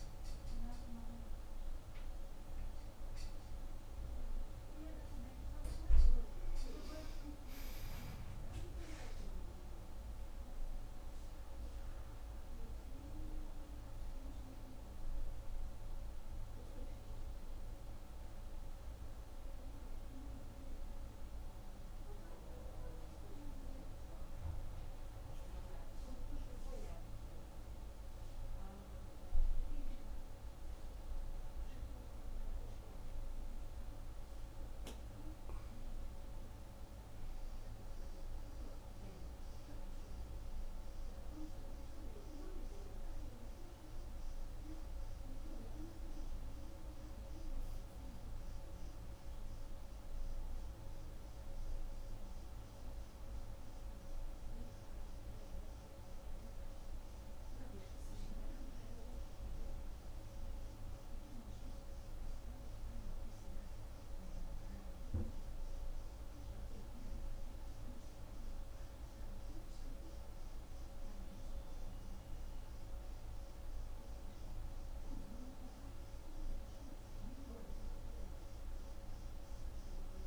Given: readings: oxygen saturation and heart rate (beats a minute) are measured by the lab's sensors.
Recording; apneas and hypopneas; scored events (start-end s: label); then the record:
breathing in sleep, hard to hear, by a room microphone; 1
1.50-7.00 s: arousal
11.50-28.00 s: hypopnea (oxygen 90% before, 89% lowest, heart rate 77 before, 84 extreme, up 30 after)
29.00-33.50 s: arousal
39.00-65.00 s: oxygen desaturation (device-marked, oxygen 96% before, 91% lowest, heart rate 95 before, 53 extreme)
From the record:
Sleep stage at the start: N1 (lightest sleep); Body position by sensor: on the right side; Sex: female